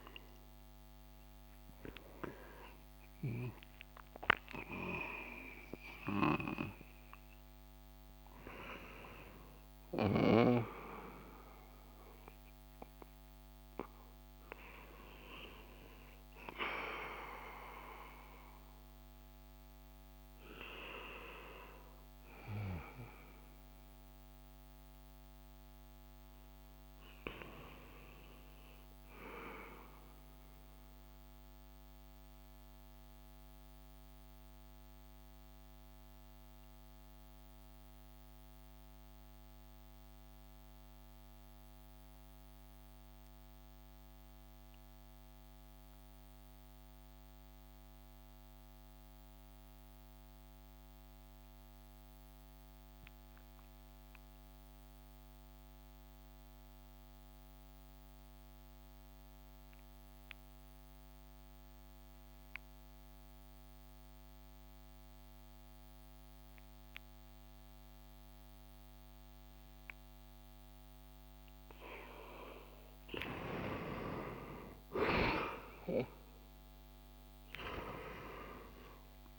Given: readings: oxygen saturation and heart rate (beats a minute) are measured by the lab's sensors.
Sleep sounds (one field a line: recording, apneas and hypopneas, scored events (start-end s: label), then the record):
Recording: breathing in sleep by a microphone on the trachea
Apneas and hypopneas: 1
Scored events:
0.00-19.50 s: oxygen desaturation (device-marked, oxygen 88% lowest)
23.00-27.00 s: arousal
29.50-71.50 s: obstructive apnea (oxygen 98% before, 88% lowest)
56.50-79.39 s: oxygen desaturation (device-marked, oxygen 97% before, 88% lowest)
73.50-77.00 s: arousal
From the record:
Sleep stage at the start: N2 (light sleep)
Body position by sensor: on the back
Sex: male